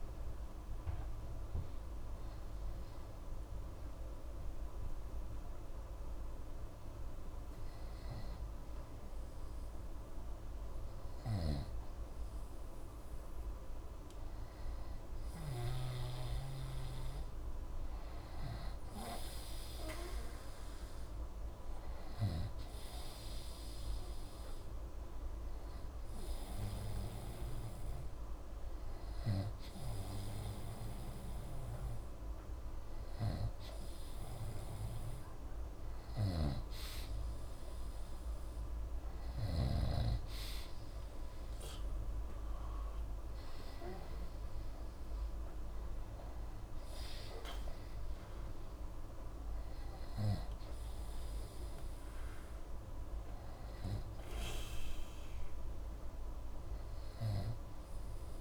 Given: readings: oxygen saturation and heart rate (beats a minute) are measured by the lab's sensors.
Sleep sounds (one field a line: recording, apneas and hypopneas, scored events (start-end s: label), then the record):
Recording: breathing in sleep by a room microphone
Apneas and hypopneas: 1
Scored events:
0.00-23.50 s: oxygen desaturation (device-marked, oxygen 90% lowest)
3.00-14.00 s: hypopnea (oxygen 95% before, 90% lowest)
21.50-24.50 s: arousal
25.50-32.50 s: oxygen desaturation (device-marked, oxygen 97% before, 93% lowest, heart rate 45 before, 63 extreme)
36.00-40.00 s: snoring (device-marked)
From the record:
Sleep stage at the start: N2 (light sleep)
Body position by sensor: on the right side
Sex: male